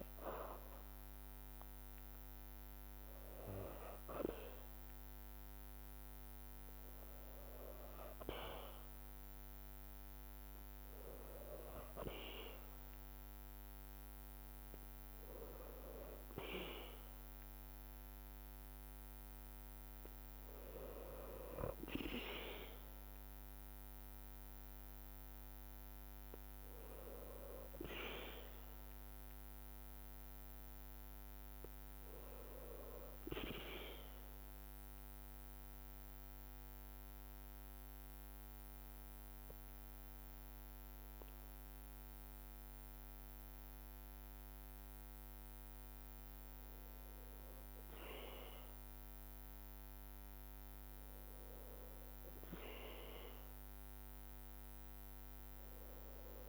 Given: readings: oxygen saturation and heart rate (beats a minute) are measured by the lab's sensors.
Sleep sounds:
breathing in sleep by a microphone on the trachea; 1
2.50-32.50 s: new sleep stage, N2 (light sleep)
21.00-26.50 s: arousal
21.50-33.50 s: drop in pulse transit time (device-marked, heart rate 58 before, 57 extreme)
32.50-56.49 s: new sleep stage, N1 (lightest sleep)
34.00-46.50 s: mixed apnea (oxygen 96% before, 96% lowest, heart rate 58 before, 52 extreme, up 2 after)
From the record:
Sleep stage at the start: REM sleep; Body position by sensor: on the back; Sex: female

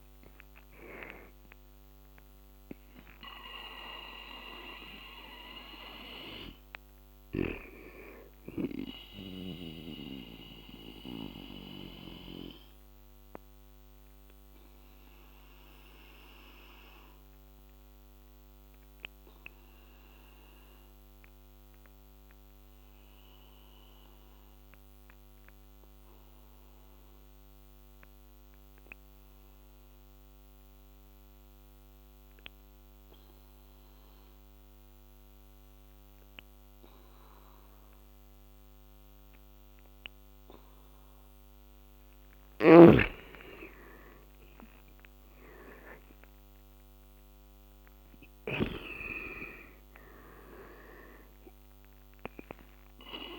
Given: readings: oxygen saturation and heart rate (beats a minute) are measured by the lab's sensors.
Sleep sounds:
breathing in sleep by a microphone on the trachea; 1
0.00-1.50 s: arousal
6.00-24.00 s: oxygen desaturation (device-marked, oxygen 98% before, 81% lowest, heart rate 77 before, 75 extreme)
9.50-40.50 s: obstructive apnea (oxygen 98% before, 77% lowest, heart rate 78 before, 75 extreme, up 12 after)
39.00-53.39 s: oxygen desaturation (device-marked, oxygen 99% before, 77% lowest, heart rate 78 before, 69 extreme)
42.00-48.50 s: snoring (device-marked)
43.00-48.00 s: arousal
From the record:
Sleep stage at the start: N2 (light sleep); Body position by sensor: on the back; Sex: male

